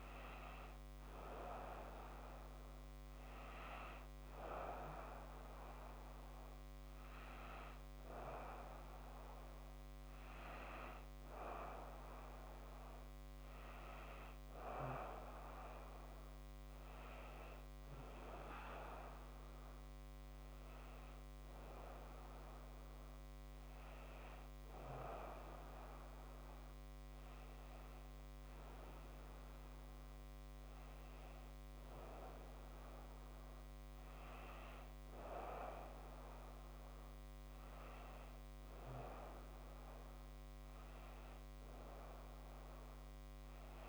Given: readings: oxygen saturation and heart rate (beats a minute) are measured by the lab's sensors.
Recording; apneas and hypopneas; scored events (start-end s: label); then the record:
a person partly awake in a sleep study, by a microphone on the trachea; none
11.00-43.89 s: new sleep stage, N1 (lightest sleep)
From the record:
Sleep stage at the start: awake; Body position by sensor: on the back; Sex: female